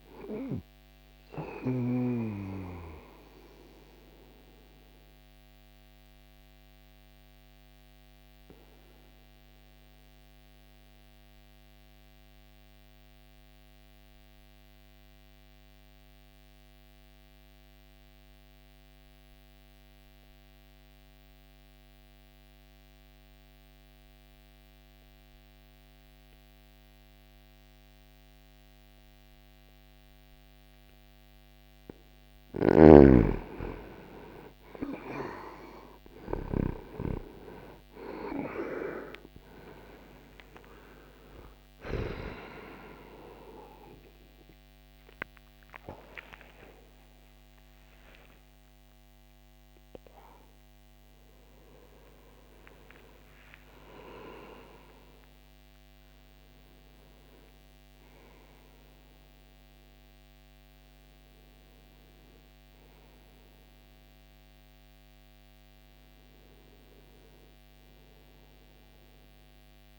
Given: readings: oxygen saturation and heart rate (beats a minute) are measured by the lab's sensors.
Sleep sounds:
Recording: breathing in sleep by a microphone on the trachea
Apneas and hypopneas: 1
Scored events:
3.50-30.50 s: obstructive apnea (oxygen 98% before, 92% lowest, heart rate 60 before, 59 extreme, up 1 after)
17.00-25.00 s: oxygen desaturation (device-marked, oxygen 96% before, 92% lowest, heart rate 63 before, 59 extreme)
33.00-44.00 s: oxygen desaturation (device-marked, oxygen 98% before, 94% lowest, heart rate 62 before, 59 extreme)
39.00-46.00 s: arousal
48.00-69.99 s: new sleep stage, N1 (lightest sleep)
From the record:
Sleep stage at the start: N2 (light sleep)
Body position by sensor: on the back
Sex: male

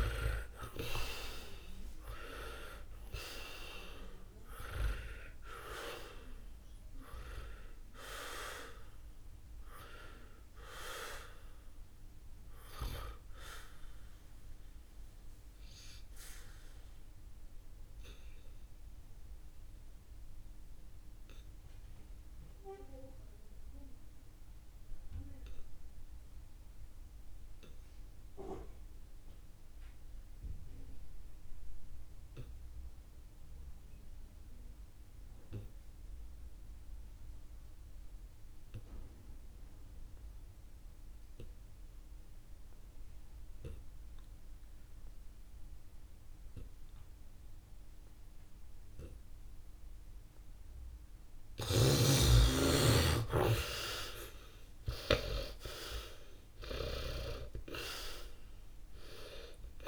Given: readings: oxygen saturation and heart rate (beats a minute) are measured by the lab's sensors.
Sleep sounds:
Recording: breathing in sleep by a room microphone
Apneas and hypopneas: 1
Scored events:
0.00-23.00 s: oxygen desaturation (device-marked, oxygen 76% lowest, heart rate 52 extreme)
13.00-50.00 s: obstructive apnea (oxygen 98% before, 71% lowest, heart rate 61 before, 50 extreme, up 6 after)
41.00-59.88 s: oxygen desaturation (device-marked, oxygen 99% before, 71% lowest, heart rate 65 before, 50 extreme)
52.00-56.50 s: arousal
From the record:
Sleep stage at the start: N2 (light sleep)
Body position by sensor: on the back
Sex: male

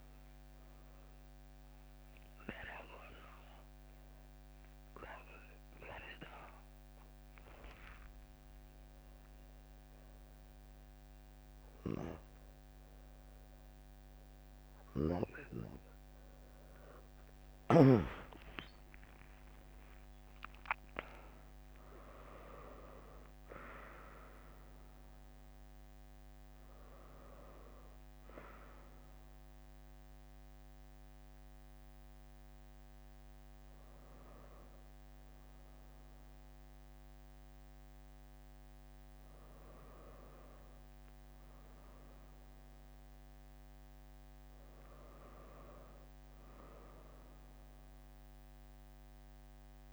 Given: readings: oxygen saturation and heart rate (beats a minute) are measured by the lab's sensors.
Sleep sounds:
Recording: a person awake in a sleep study, by a microphone on the trachea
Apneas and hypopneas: none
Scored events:
37.50-49.93 s: new sleep stage, N1 (lightest sleep)
From the record:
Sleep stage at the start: awake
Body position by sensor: on the back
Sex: female

